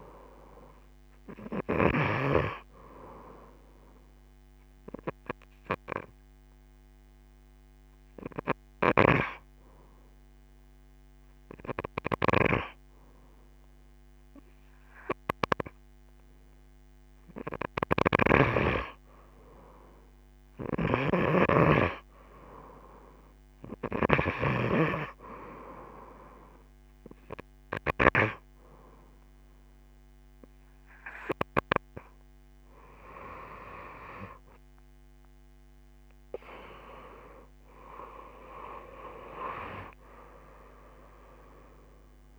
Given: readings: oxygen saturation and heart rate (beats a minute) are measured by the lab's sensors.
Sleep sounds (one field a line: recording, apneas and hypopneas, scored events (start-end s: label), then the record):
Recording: breathing in sleep by a microphone on the trachea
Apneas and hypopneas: 1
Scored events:
4.00-17.50 s: hypopnea (oxygen 93% before, 88% lowest)
18.00-21.50 s: snoring (device-marked)
20.00-23.00 s: arousal
23.50-37.50 s: oxygen desaturation (device-marked, oxygen 94% before, 88% lowest, heart rate 39 before, 26 extreme)
From the record:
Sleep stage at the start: N2 (light sleep)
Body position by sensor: on the right side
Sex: female